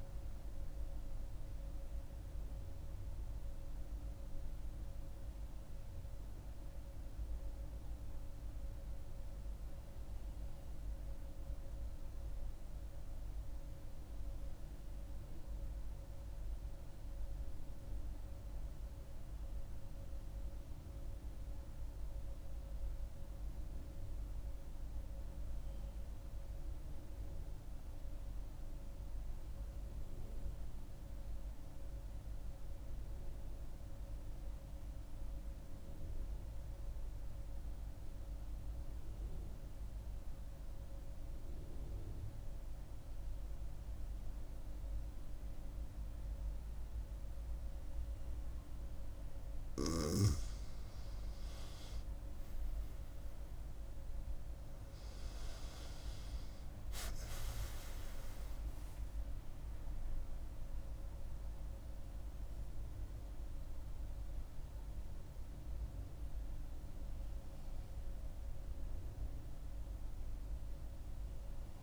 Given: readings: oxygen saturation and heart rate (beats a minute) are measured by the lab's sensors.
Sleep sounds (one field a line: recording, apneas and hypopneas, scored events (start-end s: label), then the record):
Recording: breathing in sleep, hard to hear, by a room microphone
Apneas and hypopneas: 1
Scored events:
0.00-15.00 s: oxygen desaturation (device-marked, oxygen 91% lowest, heart rate 64 extreme)
20.50-48.50 s: mixed apnea (oxygen 99% before, 91% lowest, heart rate 75 before, 64 extreme, up 9 after)
36.00-71.83 s: oxygen desaturation (device-marked, oxygen 98% before, 91% lowest, heart rate 67 before, 62 extreme)
52.50-57.00 s: arousal
From the record:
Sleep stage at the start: N2 (light sleep)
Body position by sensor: on the front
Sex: female